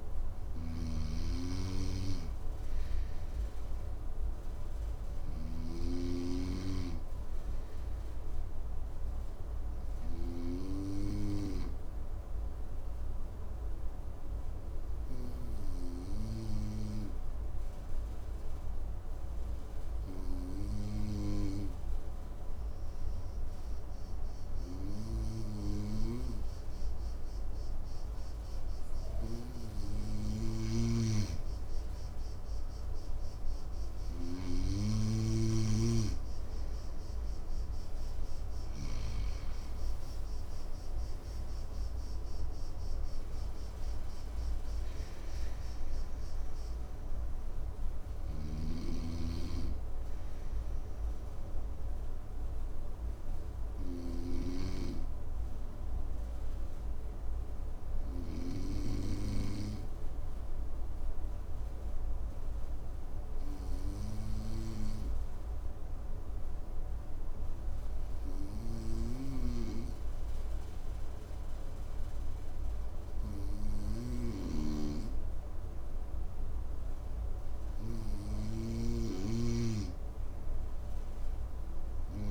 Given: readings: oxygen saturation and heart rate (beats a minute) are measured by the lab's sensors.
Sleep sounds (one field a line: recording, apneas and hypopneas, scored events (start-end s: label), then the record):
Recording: breathing in sleep by a room microphone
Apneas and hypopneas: 2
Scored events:
0.00-10.00 s: snoring (device-marked)
8.00-30.00 s: obstructive apnea (oxygen 99% before, 95% lowest, heart rate 56 before, 54 extreme, up 3 after)
30.00-38.50 s: snoring (device-marked)
34.50-39.50 s: arousal
47.50-58.00 s: snoring (device-marked)
50.50-76.00 s: obstructive apnea (oxygen 97% before, 94% lowest, heart rate 59 before, 53 extreme, up 2 after)
68.50-82.31 s: snoring (device-marked)
77.00-80.50 s: arousal
From the record:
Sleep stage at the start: N2 (light sleep)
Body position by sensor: on the back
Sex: male